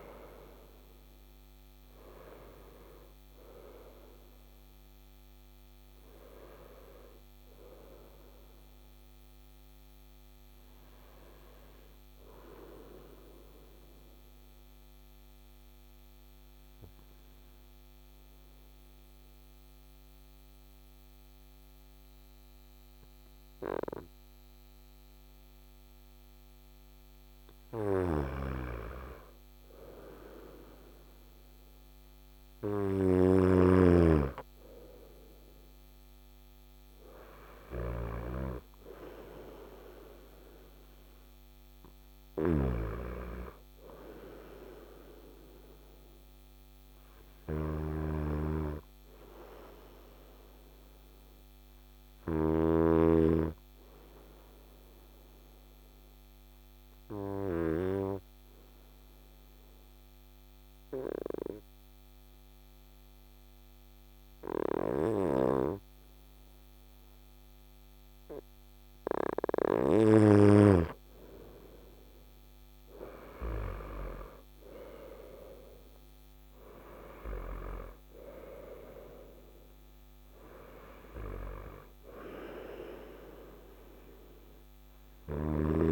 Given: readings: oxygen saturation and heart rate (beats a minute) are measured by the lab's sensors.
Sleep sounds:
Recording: breathing in sleep by a microphone on the trachea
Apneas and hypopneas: 2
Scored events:
12.50-25.50 s: obstructive apnea (oxygen 97% before, 92% lowest, heart rate 68 before, 52 extreme, up 4 after)
27.00-32.50 s: snoring (device-marked)
29.00-33.00 s: arousal
35.50-53.50 s: oxygen desaturation (device-marked, oxygen 99% before, 95% lowest, heart rate 54 before, 56 extreme)
41.50-52.00 s: snoring (device-marked)
48.50-68.00 s: obstructive apnea (oxygen 99% before, 92% lowest, heart rate 58 before, 56 extreme, up 7 after)
70.00-75.00 s: arousal
76.50-85.92 s: oxygen desaturation (device-marked, oxygen 97% before, 92% lowest, heart rate 58 before, 55 extreme)
84.50-85.92 s: snoring (device-marked)
From the record:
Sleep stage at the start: N2 (light sleep)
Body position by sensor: on the front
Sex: male

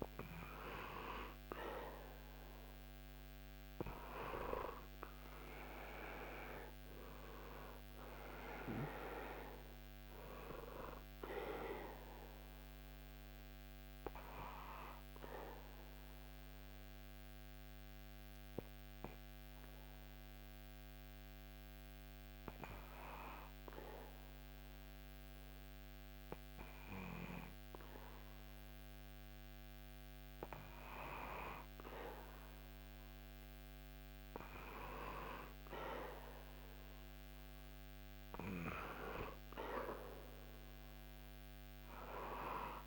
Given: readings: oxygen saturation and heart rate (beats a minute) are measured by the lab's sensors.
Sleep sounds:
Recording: breathing in sleep by a microphone on the trachea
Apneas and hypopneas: 1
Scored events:
14.50-30.50 s: hypopnea (oxygen 98% before, 94% lowest, heart rate 78 before, 72 extreme, up 1 after)
34.00-38.50 s: arousal
From the record:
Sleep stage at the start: N2 (light sleep)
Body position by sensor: on the back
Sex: male

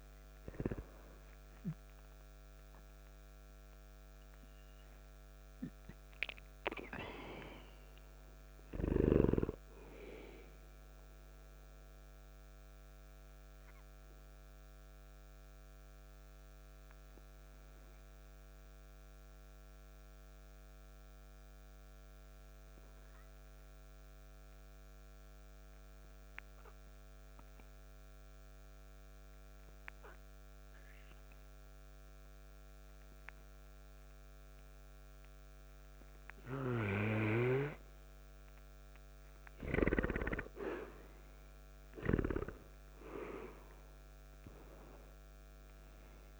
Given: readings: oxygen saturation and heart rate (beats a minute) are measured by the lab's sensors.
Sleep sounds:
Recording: breathing in sleep by a microphone on the trachea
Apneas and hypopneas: 1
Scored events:
0.00-1.00 s: arousal
4.50-31.50 s: oxygen desaturation (device-marked, oxygen 97% before, 85% lowest, heart rate 57 before, 56 extreme)
10.50-38.00 s: obstructive apnea (oxygen 98% before, 85% lowest, heart rate 58 before, 56 extreme, up 2 after)
39.00-42.00 s: arousal
40.50-46.39 s: oxygen desaturation (device-marked, oxygen 98% before, 86% lowest, heart rate 57 before, 54 extreme)
From the record:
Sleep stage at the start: N2 (light sleep)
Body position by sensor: on the back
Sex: male

